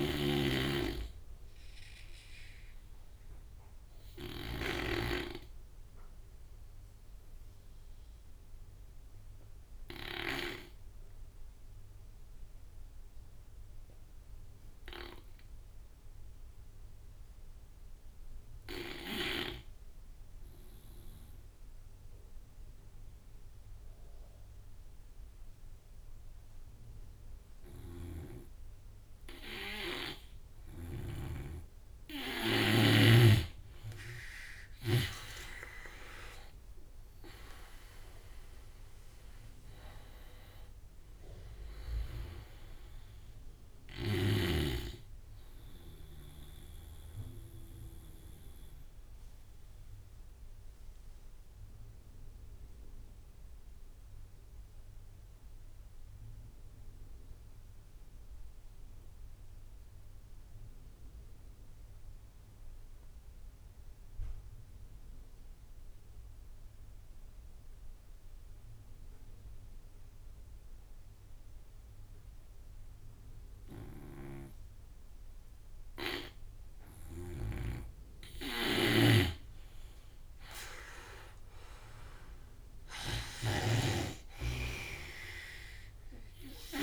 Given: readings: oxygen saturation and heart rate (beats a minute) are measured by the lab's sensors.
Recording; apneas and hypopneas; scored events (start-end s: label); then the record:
breathing in sleep by a room microphone; 2
0.00-9.00 s: oxygen desaturation (device-marked, oxygen 85% lowest)
0.00-18.50 s: snoring (device-marked)
2.00-30.50 s: obstructive apnea (oxygen 96% before, 85% lowest)
21.00-34.00 s: oxygen desaturation (device-marked, oxygen 100% before, 88% lowest)
27.00-34.50 s: snoring (device-marked)
32.50-36.00 s: arousal
36.00-49.00 s: oxygen desaturation (device-marked, oxygen 92% before, 87% lowest)
46.00-74.50 s: obstructive apnea (oxygen 98% before, 86% lowest)
70.00-86.83 s: oxygen desaturation (device-marked, oxygen 99% before, 87% lowest)
77.50-86.50 s: snoring (device-marked)
78.50-82.50 s: arousal
From the record:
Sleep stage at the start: N2 (light sleep); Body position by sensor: on the right side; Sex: male